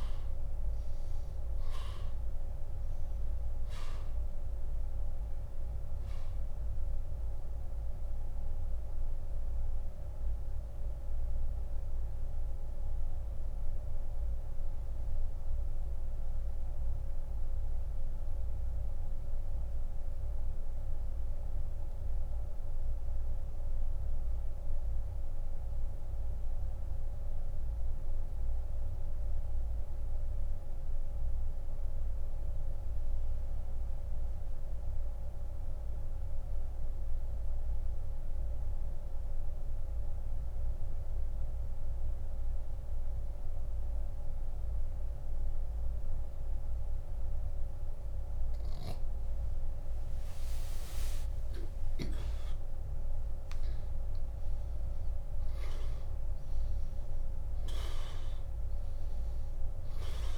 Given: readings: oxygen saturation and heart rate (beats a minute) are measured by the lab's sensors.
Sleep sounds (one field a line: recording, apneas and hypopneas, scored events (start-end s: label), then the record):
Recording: breathing in sleep, hard to hear, by a room microphone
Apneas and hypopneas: 1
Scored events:
0.00-7.50 s: oxygen desaturation (device-marked, oxygen 93% lowest)
9.00-48.50 s: central apnea (oxygen 97% before, 84% lowest)
9.50-41.50 s: oxygen desaturation (device-marked, oxygen 95% before, 85% lowest)
50.50-54.50 s: arousal
From the record:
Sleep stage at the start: N2 (light sleep)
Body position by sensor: on the back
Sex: male